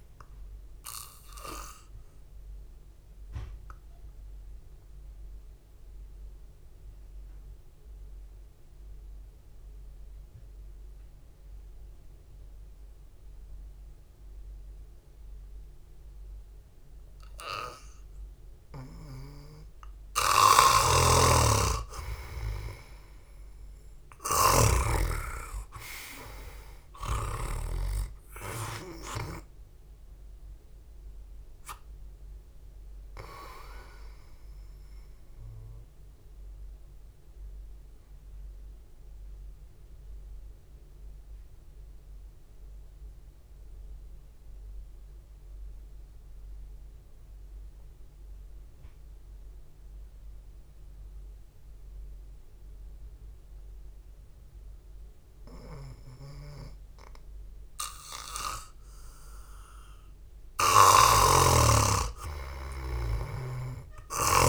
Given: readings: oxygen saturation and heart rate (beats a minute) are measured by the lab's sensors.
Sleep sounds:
breathing in sleep by a room microphone; 2
3.50-26.50 s: oxygen desaturation (device-marked, oxygen 96% before, 85% lowest, heart rate 62 before, 49 extreme)
4.00-19.00 s: obstructive apnea (oxygen 96% before, 84% lowest, heart rate 62 before, 49 extreme)
21.50-28.50 s: snoring (device-marked)
23.00-25.00 s: long interval between heartbeats (device-marked, heart rate 61 before, 57 extreme)
26.00-29.50 s: arousal
36.50-57.50 s: mixed apnea (oxygen 93% before, 84% lowest, heart rate 58 before, 53 extreme)
42.50-54.50 s: oxygen desaturation (device-marked, oxygen 92% before, 84% lowest, heart rate 56 before, 53 extreme)
59.00-62.50 s: arousal
60.50-64.49 s: oxygen desaturation (device-marked, oxygen 98% before, 84% lowest, heart rate 68 before, 47 extreme)
From the record:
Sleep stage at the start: N2 (light sleep); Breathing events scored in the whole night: 459 in 5.0 hours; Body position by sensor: on the back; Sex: male

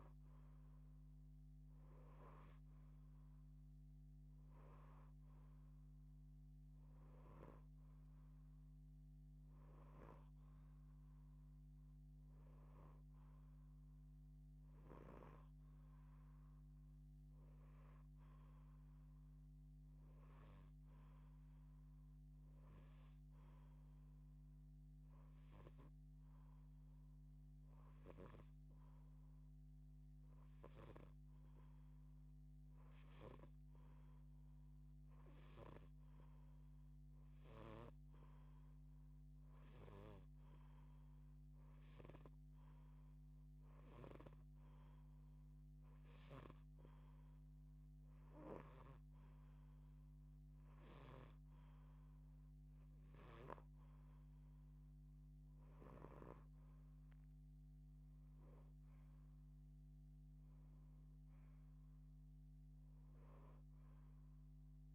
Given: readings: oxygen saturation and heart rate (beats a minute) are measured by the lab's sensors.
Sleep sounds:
breathing in sleep by a microphone on the trachea; 1
22.00-33.00 s: hypopnea (oxygen 91% before, 90% lowest)
32.50-43.50 s: snoring (device-marked)
35.00-38.00 s: arousal
48.00-53.00 s: snoring (device-marked)
From the record:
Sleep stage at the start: N2 (light sleep); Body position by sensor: on the left side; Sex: female

